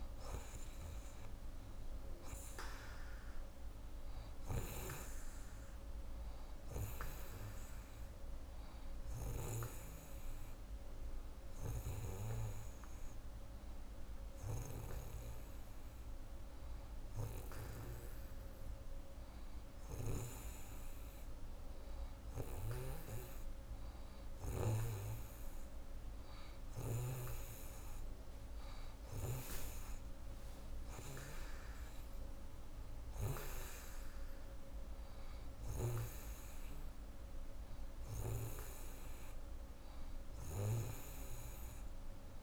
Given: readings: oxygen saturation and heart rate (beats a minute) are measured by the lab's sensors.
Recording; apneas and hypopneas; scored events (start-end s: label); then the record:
breathing in sleep by a room microphone; 1
7.50-18.50 s: oxygen desaturation (device-marked, oxygen 95% before, 90% lowest)
9.50-20.00 s: hypopnea (oxygen 95% before, 89% lowest)
22.50-26.50 s: arousal
29.50-42.43 s: oxygen desaturation (device-marked, oxygen 93% before, 89% lowest)
From the record:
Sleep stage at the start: N2 (light sleep); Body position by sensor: on the right side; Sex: female